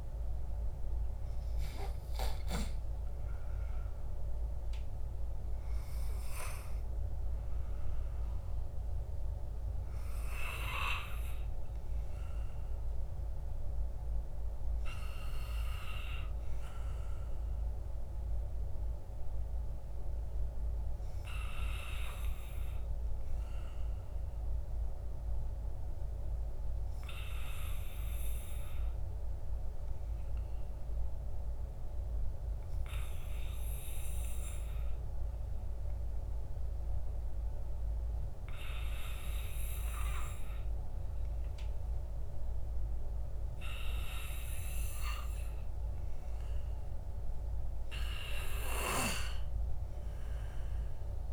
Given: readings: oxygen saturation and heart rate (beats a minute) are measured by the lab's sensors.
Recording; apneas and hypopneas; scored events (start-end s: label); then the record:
breathing in sleep by a room microphone; 1
25.00-41.50 s: hypopnea (oxygen 97% before, 93% lowest, heart rate 54 before, 47 extreme, up 8 after)
43.50-47.50 s: arousal
From the record:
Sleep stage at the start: N2 (light sleep); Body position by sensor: on the back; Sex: male